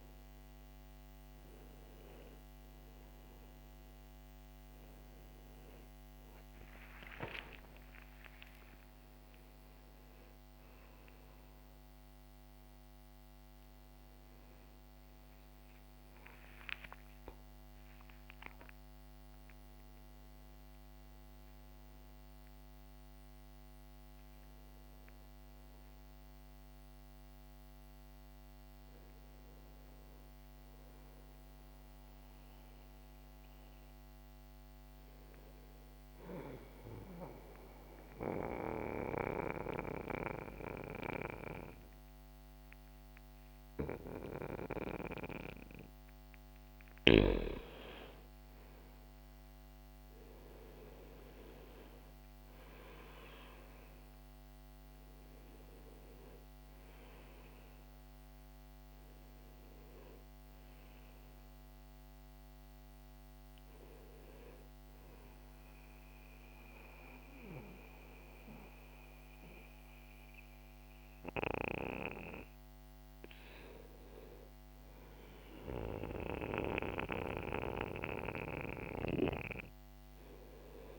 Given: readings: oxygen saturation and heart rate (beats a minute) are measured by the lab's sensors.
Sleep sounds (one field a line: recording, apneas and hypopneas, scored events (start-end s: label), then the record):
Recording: a person partly awake in a sleep study, by a microphone on the trachea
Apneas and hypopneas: 1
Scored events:
8.50-68.50 s: new sleep stage, N1 (lightest sleep)
35.50-45.50 s: mixed apnea (oxygen 95% before, 90% lowest, heart rate 68 before, 64 extreme, up 3 after)
46.50-75.50 s: oxygen desaturation (device-marked, oxygen 95% before, 90% lowest, heart rate 65 before, 63 extreme)
47.00-52.00 s: arousal
68.50-80.99 s: new sleep stage, N2 (light sleep)
From the record:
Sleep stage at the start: awake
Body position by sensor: on the back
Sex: male